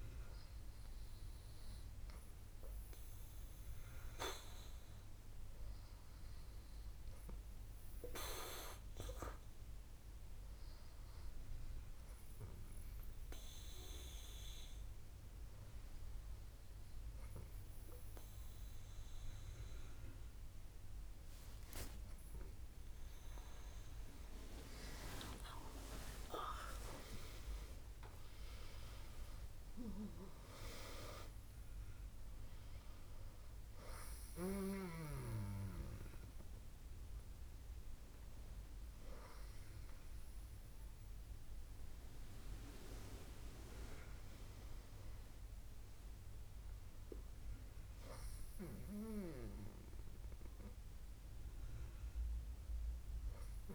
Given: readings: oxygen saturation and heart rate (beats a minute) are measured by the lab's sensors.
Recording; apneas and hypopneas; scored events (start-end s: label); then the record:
breathing in sleep by a room microphone; 1
8.00-21.00 s: hypopnea (oxygen 98% before, 95% lowest, heart rate 68 before, 67 extreme, up 6 after)
25.50-30.50 s: arousal
From the record:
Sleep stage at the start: N2 (light sleep); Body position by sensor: on the back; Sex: female